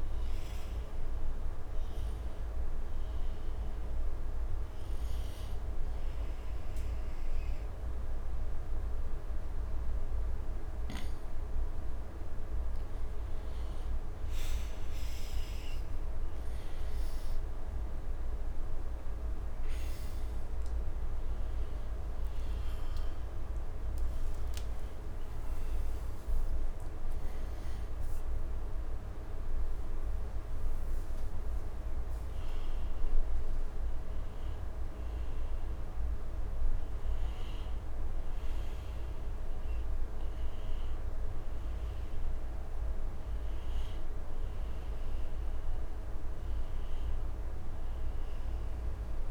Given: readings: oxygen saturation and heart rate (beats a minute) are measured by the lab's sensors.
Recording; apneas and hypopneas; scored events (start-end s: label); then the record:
breathing in sleep, hard to hear, by a room microphone; 1
0.00-7.50 s: oxygen desaturation (device-marked, oxygen 88% lowest, heart rate 76 extreme)
3.50-15.50 s: hypopnea (oxygen 95% before, 88% lowest, heart rate 80 before, 76 extreme, up 8 after)
19.50-24.50 s: arousal
21.50-38.50 s: oxygen desaturation (device-marked, oxygen 97% before, 91% lowest, heart rate 78 before, 76 extreme)
40.00-45.00 s: arousal
From the record:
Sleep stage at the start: N2 (light sleep); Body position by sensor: on the right side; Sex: male